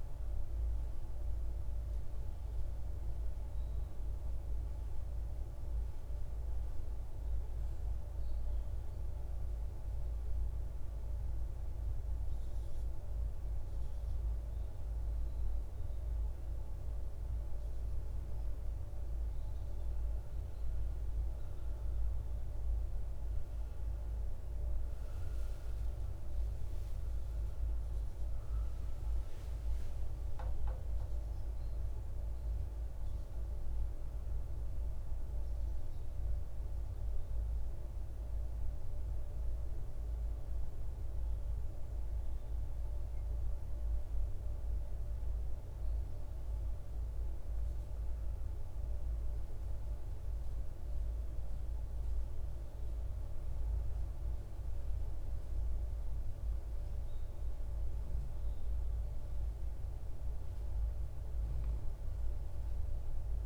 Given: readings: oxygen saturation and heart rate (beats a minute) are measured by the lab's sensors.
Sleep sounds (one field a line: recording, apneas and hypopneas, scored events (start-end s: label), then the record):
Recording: breathing in sleep, hard to hear, by a room microphone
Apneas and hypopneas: 2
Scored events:
0.00-2.00 s: oxygen desaturation (device-marked, oxygen 93% lowest, heart rate 53 extreme)
1.00-16.00 s: obstructive apnea (oxygen 97% before, 94% lowest, heart rate 66 before, 53 extreme, up 9 after)
19.50-25.00 s: arousal
27.00-44.00 s: oxygen desaturation (device-marked, oxygen 97% before, 94% lowest, heart rate 57 before, 53 extreme)
34.50-50.00 s: obstructive apnea (oxygen 98% before, 94% lowest, heart rate 61 before, 53 extreme, up 3 after)
52.00-55.50 s: arousal
From the record:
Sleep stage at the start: N2 (light sleep)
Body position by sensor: on the right side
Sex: male